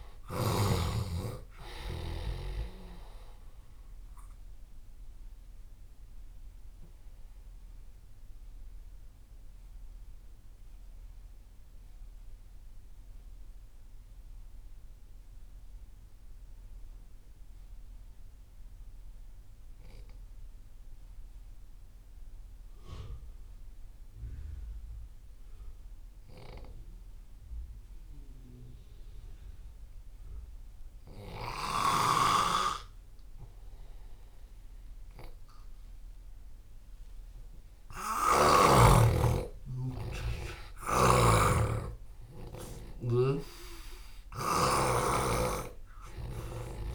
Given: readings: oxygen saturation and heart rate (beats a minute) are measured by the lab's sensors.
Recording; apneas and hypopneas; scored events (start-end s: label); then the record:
breathing in sleep by a room microphone; 1
0.00-18.50 s: oxygen desaturation (device-marked, oxygen 88% lowest)
6.00-36.50 s: mixed apnea (oxygen 97% before, 88% lowest)
33.50-46.95 s: oxygen desaturation (device-marked, oxygen 98% before, 90% lowest)
38.00-43.00 s: arousal
43.00-46.50 s: snoring (device-marked)
From the record:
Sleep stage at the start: N2 (light sleep); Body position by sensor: on the left side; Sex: male